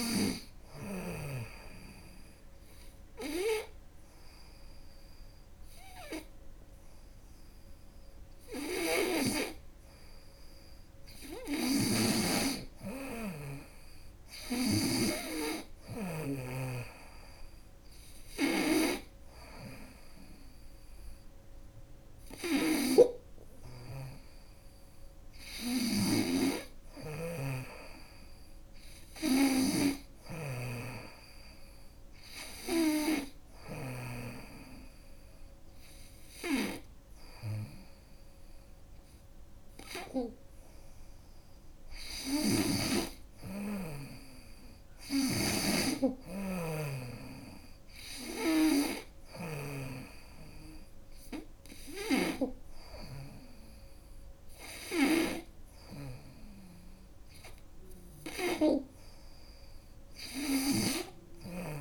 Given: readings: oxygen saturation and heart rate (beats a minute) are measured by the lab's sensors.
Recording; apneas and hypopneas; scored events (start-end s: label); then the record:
breathing in sleep by a room microphone; 2
1.00-11.00 s: obstructive apnea (oxygen 97% before, 95% lowest, heart rate 78 before, 76 extreme, up 4 after)
11.00-14.50 s: snoring (device-marked)
13.00-16.00 s: arousal
25.50-33.50 s: snoring (device-marked)
32.00-42.50 s: hypopnea (oxygen 97% before, 95% lowest, heart rate 79 before, 76 extreme, up 4 after)
41.50-49.00 s: snoring (device-marked)
44.00-47.50 s: arousal
From the record:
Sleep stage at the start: N2 (light sleep); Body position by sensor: on the front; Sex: female